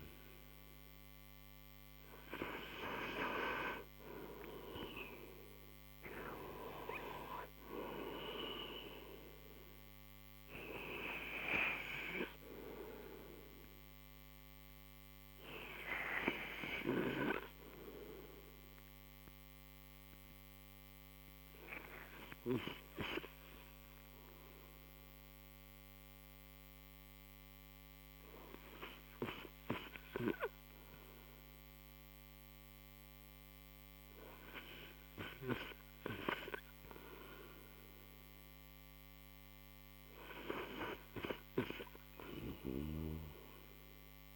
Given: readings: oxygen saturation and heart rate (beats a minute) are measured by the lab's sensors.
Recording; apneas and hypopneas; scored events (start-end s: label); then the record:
breathing in sleep by a microphone on the trachea; 1
0.00-10.50 s: oxygen desaturation (device-marked, oxygen 85% lowest, heart rate 52 extreme)
14.50-18.00 s: arousal
21.50-34.50 s: hypopnea (oxygen 92% before, 90% lowest, heart rate 80 before, 52 extreme, up 21 after)
36.50-39.50 s: arousal
From the record:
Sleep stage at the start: N2 (light sleep); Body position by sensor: on the right side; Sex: male